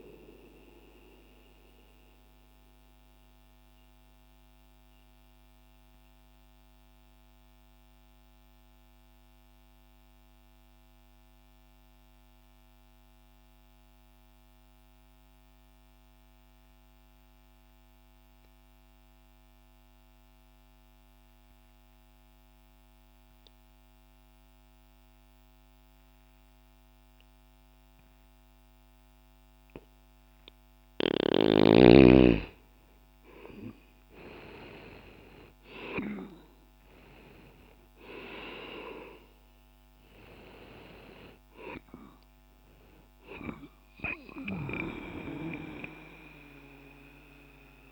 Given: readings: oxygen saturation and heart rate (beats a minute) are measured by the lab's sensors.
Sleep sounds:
breathing in sleep by a microphone on the trachea; 1
0.50-30.50 s: mixed apnea (oxygen 97% before, 83% lowest, heart rate 66 before, 60 extreme, up 15 after)
18.00-28.00 s: oxygen desaturation (device-marked, oxygen 95% before, 85% lowest, heart rate 64 before, 60 extreme)
32.00-36.00 s: arousal
36.00-47.92 s: oxygen desaturation (device-marked, oxygen 97% before, 83% lowest, heart rate 82 before, 60 extreme)
From the record:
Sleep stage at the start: N2 (light sleep); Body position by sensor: on the left side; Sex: male

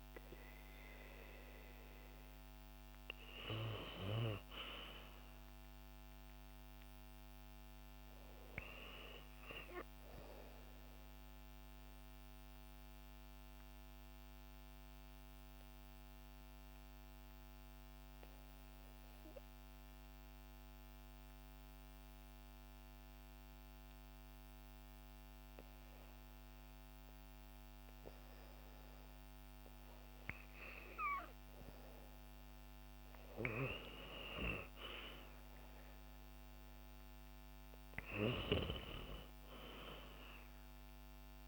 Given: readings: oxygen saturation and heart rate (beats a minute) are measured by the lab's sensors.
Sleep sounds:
breathing in sleep by a microphone on the trachea; 1
11.00-29.50 s: hypopnea (oxygen 92% before, 88% lowest, heart rate 69 before, 63 extreme, up 6 after)
29.00-41.48 s: oxygen desaturation (device-marked, oxygen 96% before, 88% lowest, heart rate 64 before, 62 extreme)
32.00-37.00 s: arousal
38.00-41.48 s: snoring (device-marked)
From the record:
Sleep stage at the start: REM sleep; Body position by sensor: on the back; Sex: female

